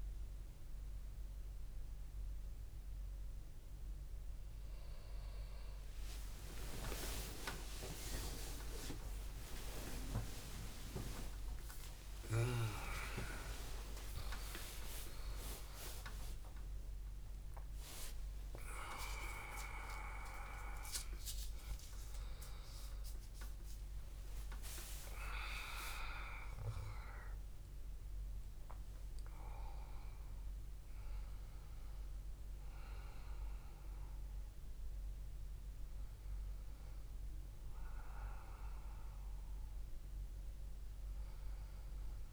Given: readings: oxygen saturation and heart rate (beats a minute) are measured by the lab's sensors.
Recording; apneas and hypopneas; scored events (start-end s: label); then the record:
a person awake in a sleep study, by a room microphone; none
20.00-22.00 s: long interval between heartbeats (device-marked, heart rate 81 before, 106 extreme)
From the record:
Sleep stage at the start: awake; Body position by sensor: on the back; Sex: male